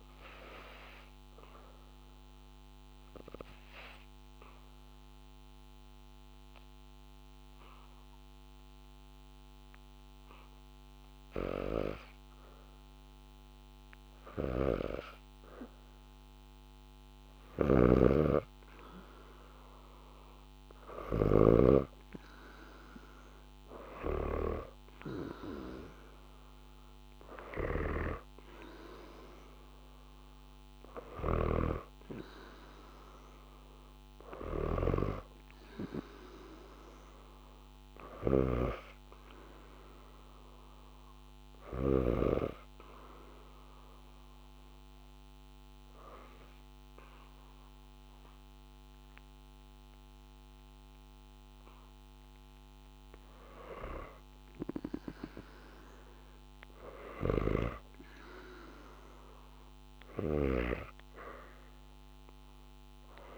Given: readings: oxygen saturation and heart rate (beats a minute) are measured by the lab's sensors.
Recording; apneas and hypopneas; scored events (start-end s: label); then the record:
breathing in sleep by a microphone on the trachea; 2
0.00-22.00 s: oxygen desaturation (device-marked, oxygen 87% lowest, heart rate 70 extreme)
2.00-13.00 s: obstructive apnea (oxygen 98% before, 85% lowest, heart rate 77 before, 70 extreme, up 2 after)
15.00-18.00 s: arousal
17.00-41.50 s: snoring (device-marked)
28.00-42.00 s: oxygen desaturation (device-marked, oxygen 91% before, 85% lowest, heart rate 73 before, 81 extreme)
40.50-53.00 s: hypopnea (oxygen 92% before, 92% lowest, heart rate 81 before, 80 extreme, up 2 after)
54.50-58.50 s: arousal
56.50-60.00 s: snoring (device-marked)
59.00-63.38 s: oxygen desaturation (device-marked, oxygen 98% before, 92% lowest, heart rate 82 before, 73 extreme)
From the record:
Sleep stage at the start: N2 (light sleep); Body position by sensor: on the back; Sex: female